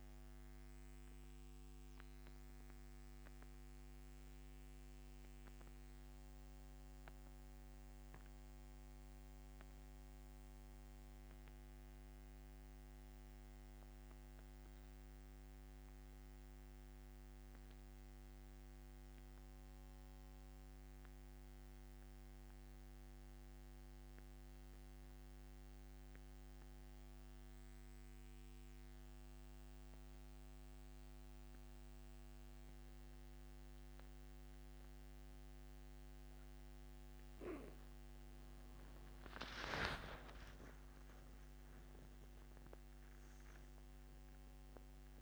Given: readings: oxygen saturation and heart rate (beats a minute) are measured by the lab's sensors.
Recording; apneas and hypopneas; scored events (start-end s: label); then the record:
breathing in sleep, hard to hear, by a microphone on the trachea; 1
0.00-29.50 s: oxygen desaturation (device-marked, oxygen 86% lowest, heart rate 65 extreme)
1.00-35.50 s: central apnea (oxygen 97% before, 85% lowest, heart rate 87 before, 65 extreme, up 15 after)
40.00-44.50 s: arousal
From the record:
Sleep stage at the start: N2 (light sleep); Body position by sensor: on the back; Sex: male